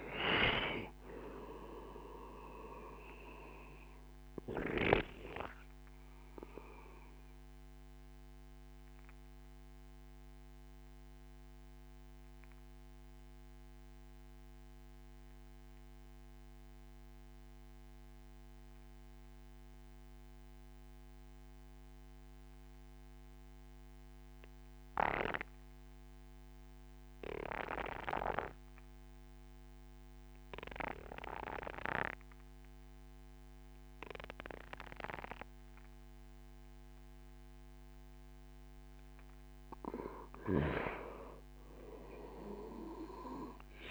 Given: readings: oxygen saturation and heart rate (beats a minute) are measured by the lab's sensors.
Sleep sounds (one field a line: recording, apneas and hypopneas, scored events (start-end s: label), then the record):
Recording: breathing in sleep by a microphone on the trachea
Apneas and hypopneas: 1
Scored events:
0.00-17.00 s: oxygen desaturation (device-marked, oxygen 93% lowest, heart rate 45 extreme)
5.00-39.50 s: obstructive apnea (oxygen 96% before, 93% lowest, heart rate 58 before, 39 extreme, up 21 after)
From the record:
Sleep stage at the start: N2 (light sleep)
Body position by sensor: on the right side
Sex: male